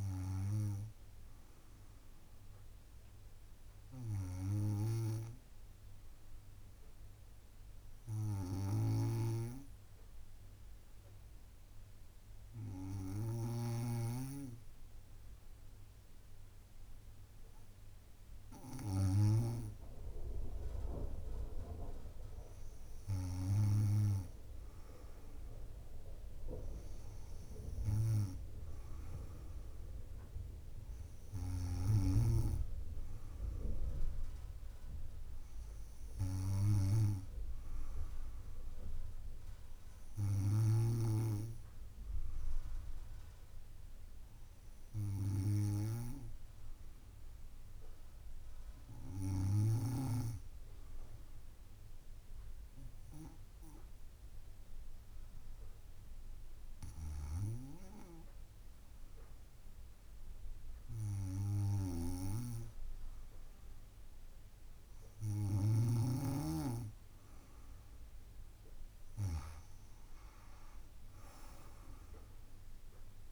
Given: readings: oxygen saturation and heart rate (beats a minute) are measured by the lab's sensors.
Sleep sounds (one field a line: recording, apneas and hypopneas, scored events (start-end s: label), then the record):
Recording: breathing in sleep by a room microphone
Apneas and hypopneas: 2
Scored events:
3.00-19.50 s: obstructive apnea (oxygen 96% before, 92% lowest, heart rate 60 before, 61 extreme, up 6 after)
17.00-46.00 s: oxygen desaturation (device-marked, oxygen 96% before, 92% lowest, heart rate 60 before, 59 extreme)
21.00-24.00 s: arousal
48.50-65.50 s: hypopnea (oxygen 96% before, 93% lowest, heart rate 64 before, 54 extreme, up 6 after)
69.50-73.00 s: arousal
From the record:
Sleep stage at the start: N2 (light sleep)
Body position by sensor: on the back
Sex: female